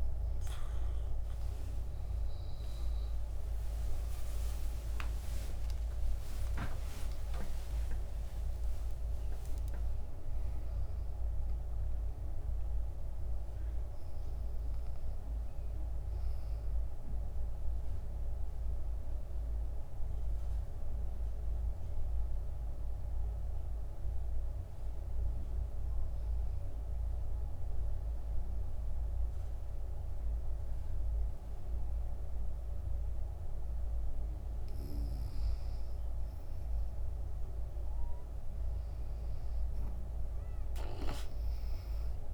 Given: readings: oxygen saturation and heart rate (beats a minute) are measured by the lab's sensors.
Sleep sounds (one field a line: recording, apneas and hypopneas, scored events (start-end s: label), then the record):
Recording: a person partly awake in a sleep study, hard to hear, by a room microphone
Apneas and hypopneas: 1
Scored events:
0.00-10.50 s: oxygen desaturation (device-marked, oxygen 93% lowest, heart rate 58 extreme)
17.50-42.33 s: new sleep stage, N2 (light sleep)
18.00-34.00 s: mixed apnea (oxygen 98% before, 92% lowest, heart rate 81 before, 58 extreme, up 10 after)
21.50-26.50 s: bradycardia (device-marked, heart rate 71 before, 58 extreme)
36.50-40.50 s: arousal
39.50-42.33 s: oxygen desaturation (device-marked, oxygen 98% before, 92% lowest, heart rate 67 before, 67 extreme)
From the record:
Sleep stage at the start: awake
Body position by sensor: on the back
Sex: female